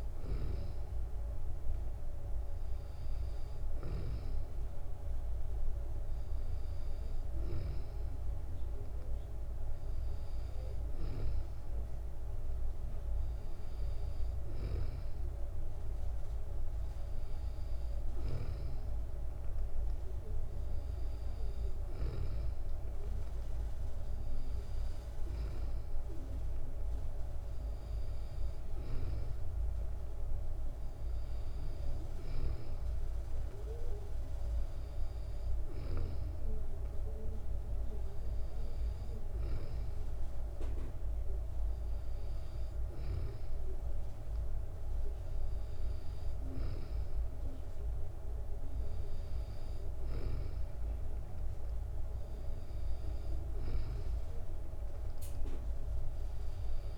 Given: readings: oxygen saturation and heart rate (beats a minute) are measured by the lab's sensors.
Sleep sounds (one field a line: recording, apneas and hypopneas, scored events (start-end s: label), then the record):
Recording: breathing in sleep, hard to hear, by a room microphone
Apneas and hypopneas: none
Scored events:
none scored
From the record:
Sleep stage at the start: N2 (light sleep)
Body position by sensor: on the back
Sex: female